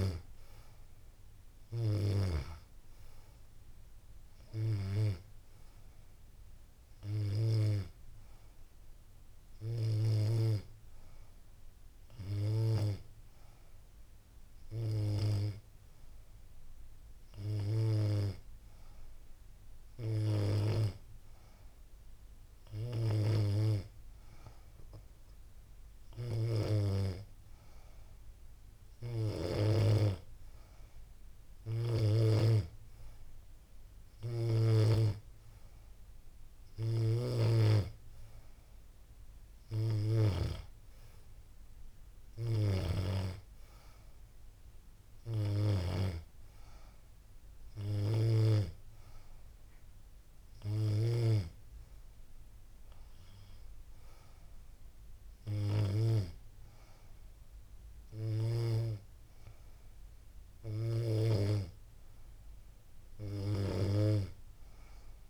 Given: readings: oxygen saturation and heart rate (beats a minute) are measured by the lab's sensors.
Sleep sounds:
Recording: breathing in sleep by a room microphone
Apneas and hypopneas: none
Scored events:
0.00-4.50 s: oxygen desaturation (device-marked, oxygen 91% lowest, heart rate 81 extreme)
From the record:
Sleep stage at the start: N2 (light sleep)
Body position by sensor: on the back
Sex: female

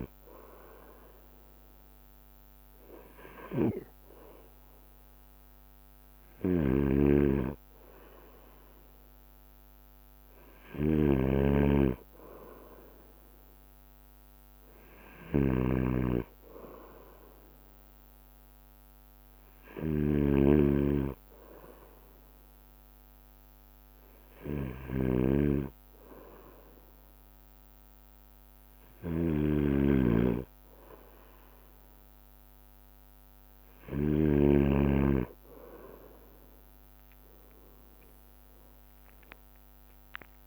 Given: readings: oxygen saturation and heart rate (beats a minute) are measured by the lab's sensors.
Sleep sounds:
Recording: breathing in sleep by a microphone on the trachea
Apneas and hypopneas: none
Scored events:
0.00-4.50 s: snoring (device-marked)
0.00-11.50 s: bradycardia (device-marked)
6.00-8.00 s: long interval between heartbeats (device-marked, heart rate 39 before, 38 extreme)
6.50-34.50 s: snoring (device-marked)
12.50-40.47 s: bradycardia (device-marked)
19.50-21.50 s: long interval between heartbeats (device-marked, heart rate 46 before, 53 extreme)
22.50-30.50 s: drop in pulse transit time (device-marked, heart rate 49 before, 31 extreme)
24.50-26.50 s: long interval between heartbeats (device-marked, heart rate 49 before, 44 extreme)
28.50-30.50 s: long interval between heartbeats (device-marked, heart rate 50 before, 39 extreme)
35.00-37.00 s: long interval between heartbeats (device-marked, heart rate 44 before, 27 extreme)
38.50-40.47 s: drop in pulse transit time (device-marked, heart rate 38 before, 37 extreme)
From the record:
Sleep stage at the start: N2 (light sleep)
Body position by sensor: on the right side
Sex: male

